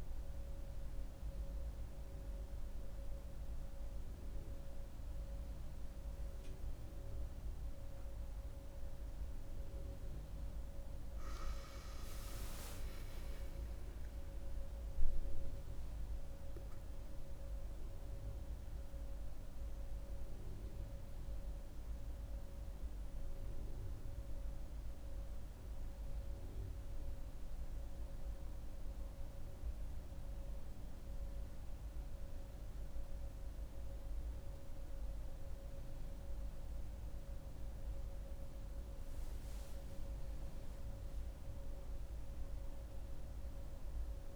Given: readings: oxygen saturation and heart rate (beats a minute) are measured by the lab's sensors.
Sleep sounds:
breathing in sleep, hard to hear, by a room microphone; none
11.50-16.00 s: arousal
33.00-44.36 s: new sleep stage, N2 (light sleep)
From the record:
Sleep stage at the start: N1 (lightest sleep); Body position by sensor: on the back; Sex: female

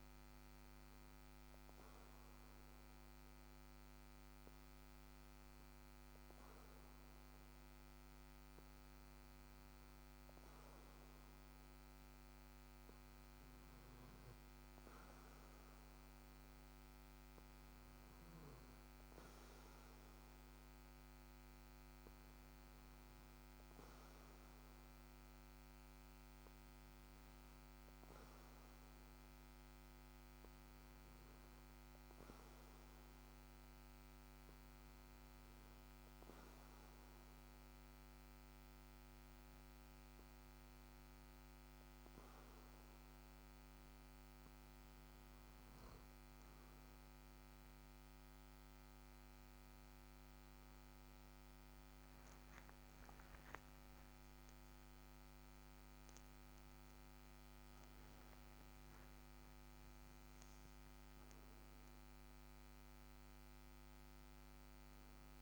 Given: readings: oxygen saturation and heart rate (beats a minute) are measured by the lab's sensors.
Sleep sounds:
breathing in sleep, hard to hear, by a microphone on the trachea; 1
32.00-43.50 s: hypopnea (oxygen 95% before, 92% lowest, heart rate 58 before, 55 extreme, up 5 after)
52.00-65.42 s: oxygen desaturation (device-marked, oxygen 95% before, 92% lowest, heart rate 58 before, 59 extreme)
52.50-58.50 s: arousal
From the record:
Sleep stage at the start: REM sleep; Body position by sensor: on the back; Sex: male

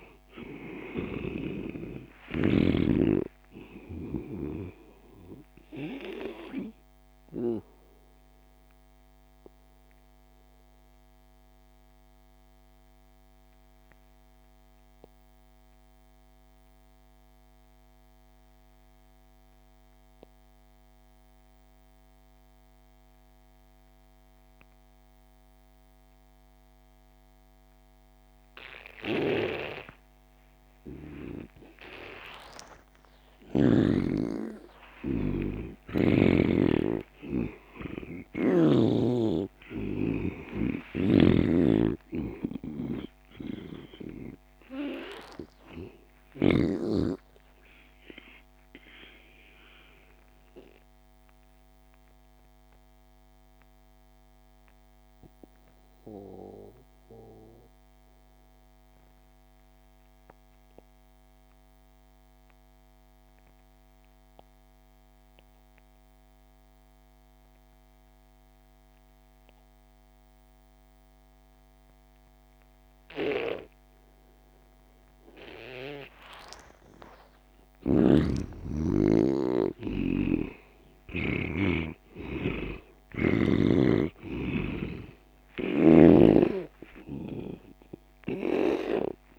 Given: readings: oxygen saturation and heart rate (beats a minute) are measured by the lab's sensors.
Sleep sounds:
breathing in sleep by a microphone on the trachea; 2
0.00-2.50 s: snoring (device-marked)
0.00-15.00 s: oxygen desaturation (device-marked, oxygen 82% lowest)
7.50-31.00 s: obstructive apnea (oxygen 98% before, 84% lowest)
29.00-34.00 s: snoring (device-marked)
30.00-54.00 s: oxygen desaturation (device-marked, oxygen 98% before, 86% lowest)
33.50-39.50 s: arousal
41.00-46.50 s: snoring (device-marked)
48.00-75.00 s: obstructive apnea (oxygen 98% before, 83% lowest)
70.00-89.39 s: oxygen desaturation (device-marked, oxygen 98% before, 83% lowest)
77.00-81.50 s: arousal
77.50-81.50 s: snoring (device-marked)
From the record:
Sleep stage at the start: N2 (light sleep); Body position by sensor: on the back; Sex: male

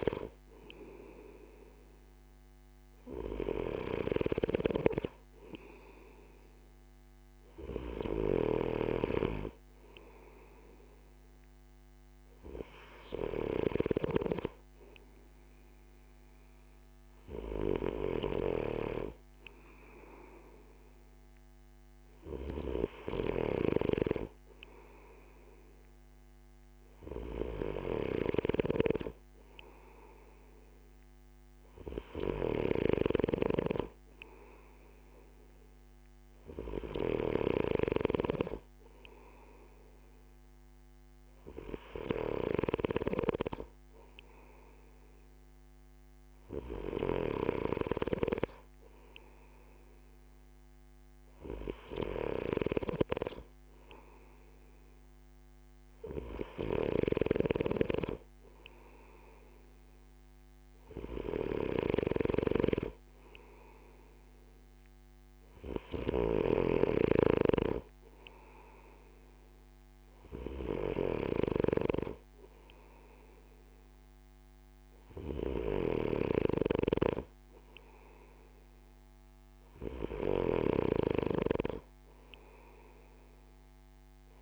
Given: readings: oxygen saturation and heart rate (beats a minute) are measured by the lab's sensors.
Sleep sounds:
breathing in sleep by a microphone on the trachea; none
8.00-14.00 s: snoring (device-marked)
22.00-43.00 s: snoring (device-marked)
52.50-84.42 s: snoring (device-marked)
From the record:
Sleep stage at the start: N2 (light sleep); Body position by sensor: on the right side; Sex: male

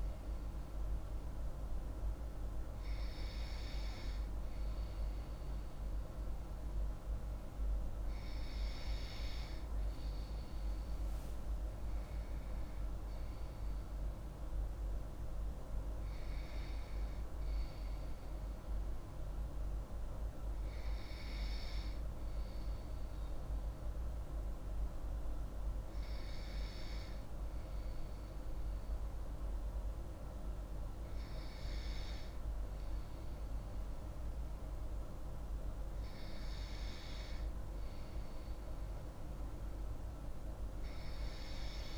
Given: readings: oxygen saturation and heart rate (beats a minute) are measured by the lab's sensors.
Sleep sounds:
breathing in sleep, hard to hear, by a room microphone; 1
12.50-16.50 s: arousal
23.00-36.50 s: hypopnea (oxygen 95% before, 94% lowest)
38.50-41.98 s: arousal
From the record:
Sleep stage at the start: N2 (light sleep); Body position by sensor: on the left side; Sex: female

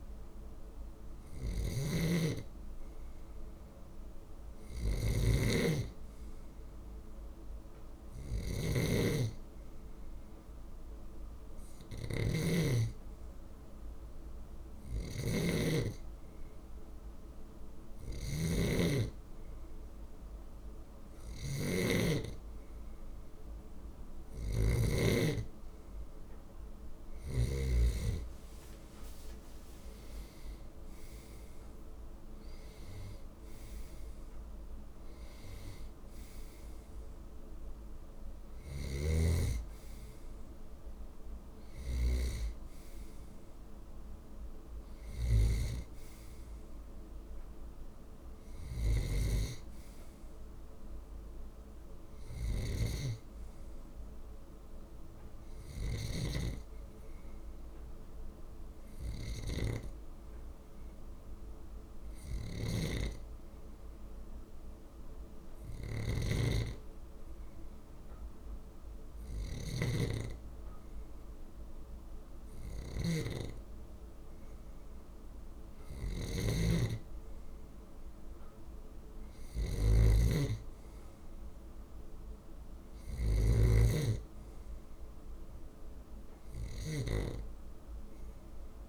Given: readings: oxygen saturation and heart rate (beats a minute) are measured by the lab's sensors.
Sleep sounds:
breathing in sleep by a room microphone; 2
0.00-24.50 s: snoring (device-marked)
8.50-22.00 s: hypopnea (oxygen 96% before, 93% lowest)
24.50-28.00 s: arousal
38.50-42.00 s: snoring (device-marked)
48.50-56.00 s: snoring (device-marked)
51.00-54.00 s: arousal
59.00-74.00 s: hypopnea (oxygen 95% before, 94% lowest)
62.00-88.89 s: snoring (device-marked)
76.00-79.00 s: arousal
From the record:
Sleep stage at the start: N2 (light sleep); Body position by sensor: on the left side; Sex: male

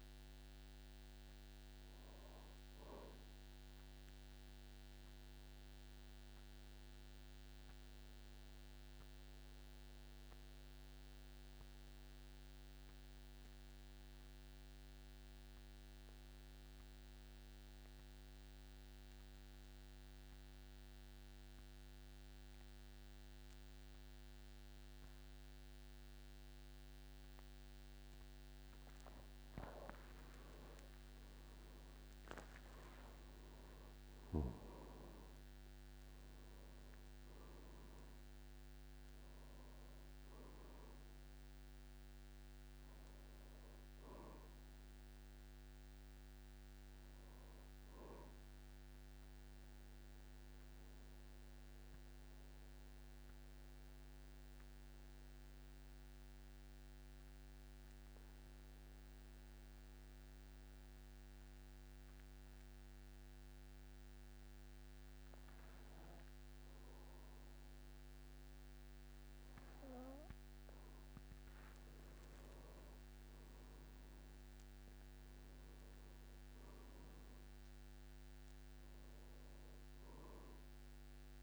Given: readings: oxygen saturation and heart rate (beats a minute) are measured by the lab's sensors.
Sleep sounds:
breathing in sleep, hard to hear, by a microphone on the trachea; 2
0.00-14.50 s: oxygen desaturation (device-marked, oxygen 90% lowest, heart rate 46 extreme)
5.00-29.50 s: mixed apnea (oxygen 98% before, 90% lowest, heart rate 58 before, 46 extreme, up 37 after)
29.50-57.50 s: oxygen desaturation (device-marked, oxygen 99% before, 90% lowest, heart rate 48 before, 45 extreme)
32.50-34.50 s: long interval between heartbeats (device-marked, heart rate 50 before, 79 extreme)
33.00-37.00 s: arousal
50.00-69.50 s: mixed apnea (oxygen 99% before, 90% lowest, heart rate 65 before, 45 extreme, up 14 after)
72.50-77.00 s: arousal
75.50-81.43 s: oxygen desaturation (device-marked, oxygen 99% before, 93% lowest, heart rate 51 before, 46 extreme)
From the record:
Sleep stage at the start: N2 (light sleep); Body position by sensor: on the back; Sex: male

